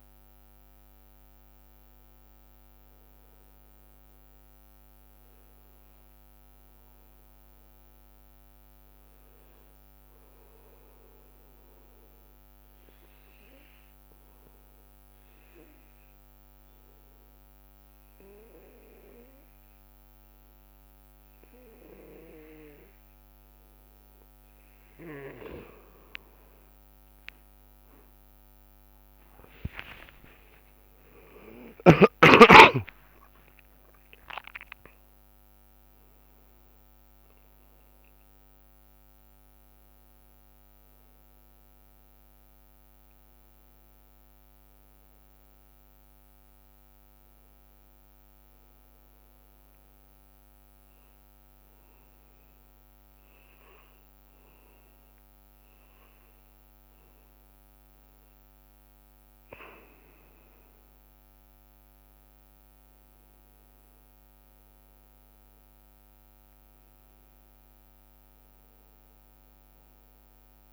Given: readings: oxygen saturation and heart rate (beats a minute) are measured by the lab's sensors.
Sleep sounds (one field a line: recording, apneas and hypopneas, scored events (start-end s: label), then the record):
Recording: breathing in sleep by a microphone on the trachea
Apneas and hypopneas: 2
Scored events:
0.50-2.50 s: long interval between heartbeats (device-marked, heart rate 59 before, 58 extreme)
11.00-25.50 s: obstructive apnea (oxygen 99% before, 94% lowest, heart rate 56 before, 49 extreme, up 23 after)
13.00-15.00 s: long interval between heartbeats (device-marked, heart rate 56 before, 58 extreme)
29.00-34.50 s: arousal
30.00-32.00 s: long interval between heartbeats (device-marked, heart rate 55 before, 65 extreme)
31.50-47.50 s: oxygen desaturation (device-marked, oxygen 99% before, 94% lowest)
48.00-59.50 s: hypopnea (oxygen 99% before, 94% lowest)
62.50-67.00 s: arousal
From the record:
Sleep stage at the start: N2 (light sleep)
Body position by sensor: on the back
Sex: male